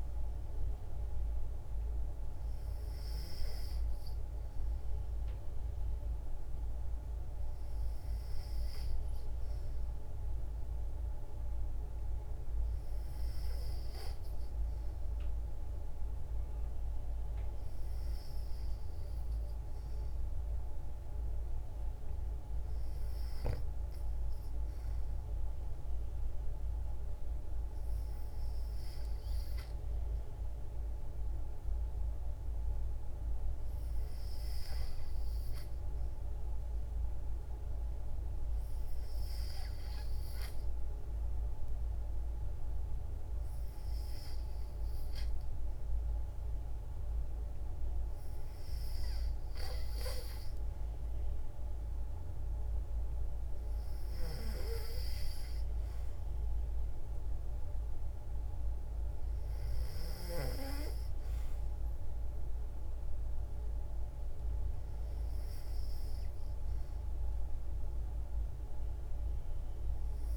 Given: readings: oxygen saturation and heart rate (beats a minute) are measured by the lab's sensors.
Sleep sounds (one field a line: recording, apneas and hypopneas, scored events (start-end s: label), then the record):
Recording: breathing in sleep, hard to hear, by a room microphone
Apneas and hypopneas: 1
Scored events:
34.50-48.00 s: hypopnea (oxygen 95% before, 92% lowest, heart rate 60 before, 57 extreme, up 1 after)
49.50-53.00 s: arousal
From the record:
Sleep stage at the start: N2 (light sleep)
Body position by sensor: on the back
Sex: female